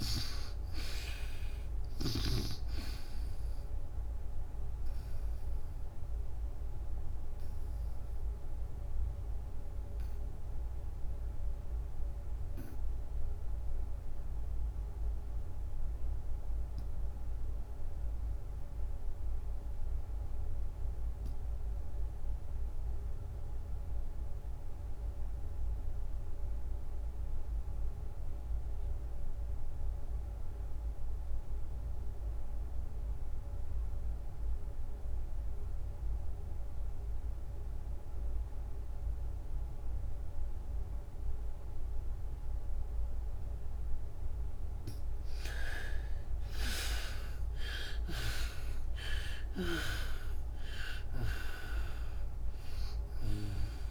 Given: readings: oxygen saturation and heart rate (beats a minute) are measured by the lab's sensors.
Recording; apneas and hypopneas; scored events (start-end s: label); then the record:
breathing in sleep by a room microphone; 1
0.00-1.50 s: arousal
0.00-12.50 s: oxygen desaturation (device-marked, oxygen 73% lowest, heart rate 62 extreme)
5.00-43.50 s: obstructive apnea (oxygen 93% before, 47% lowest, heart rate 94 before, 62 extreme, up 58 after)
14.50-53.91 s: oxygen desaturation (device-marked, oxygen 86% before, 47% lowest, heart rate 91 before, 63 extreme)
45.50-50.50 s: arousal
From the record:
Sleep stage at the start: REM sleep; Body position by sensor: on the back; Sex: female